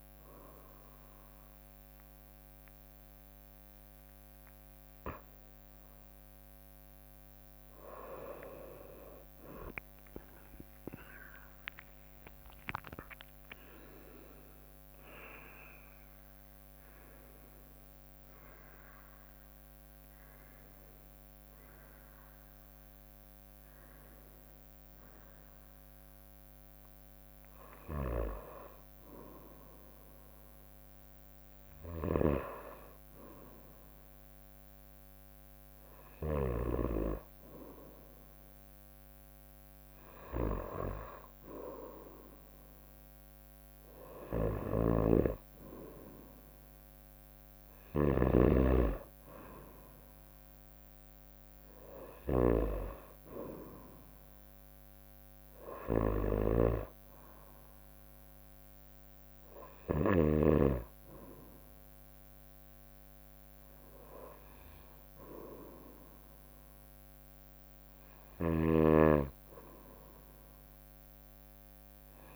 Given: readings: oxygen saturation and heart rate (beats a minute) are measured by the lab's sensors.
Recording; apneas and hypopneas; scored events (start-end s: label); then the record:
a person partly awake in a sleep study, by a microphone on the trachea; none
4.50-34.50 s: new sleep stage, N1 (lightest sleep)
10.50-21.50 s: drop in pulse transit time (device-marked, heart rate 67 before, 67 extreme)
34.50-72.36 s: new sleep stage, N2 (light sleep)
44.50-52.50 s: snoring (device-marked)
68.50-72.36 s: snoring (device-marked)
From the record:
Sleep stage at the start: awake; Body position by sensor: on the right side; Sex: female